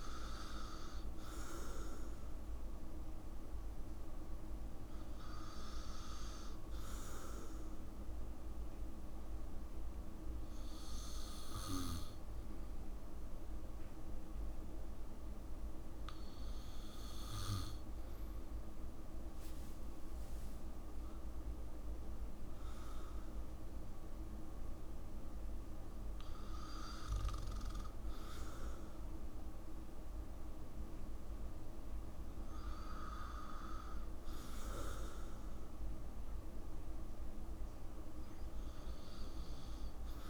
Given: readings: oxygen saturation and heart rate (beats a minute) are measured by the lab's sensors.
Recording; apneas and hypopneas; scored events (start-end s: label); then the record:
breathing in sleep, hard to hear, by a room microphone; 1
0.00-10.00 s: oxygen desaturation (device-marked, oxygen 91% lowest, heart rate 56 extreme)
8.00-20.50 s: hypopnea (oxygen 95% before, 92% lowest, heart rate 64 before, 59 extreme, up 5 after)
21.50-25.50 s: arousal
From the record:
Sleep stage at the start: N2 (light sleep); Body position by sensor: on the back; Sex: male